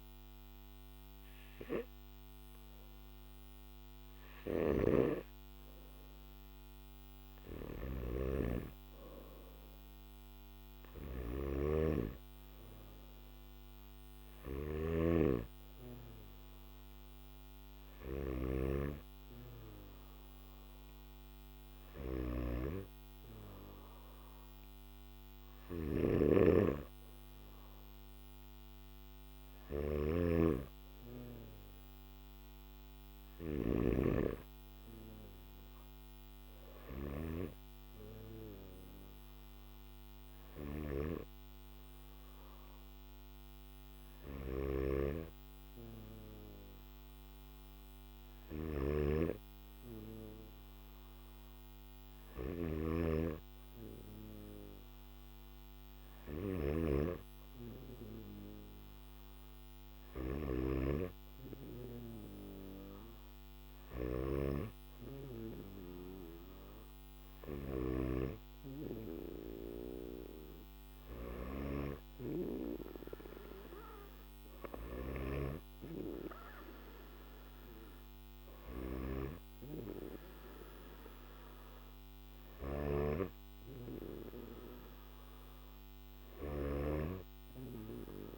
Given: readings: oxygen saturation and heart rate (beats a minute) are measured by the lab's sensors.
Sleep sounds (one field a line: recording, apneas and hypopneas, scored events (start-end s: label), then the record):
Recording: breathing in sleep by a microphone on the trachea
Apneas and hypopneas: none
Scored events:
11.00-33.50 s: snoring (device-marked)
44.00-56.50 s: snoring (device-marked)
74.00-76.00 s: long interval between heartbeats (device-marked, heart rate 55 before, 63 extreme)
From the record:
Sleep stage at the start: N2 (light sleep)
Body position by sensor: on the back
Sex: male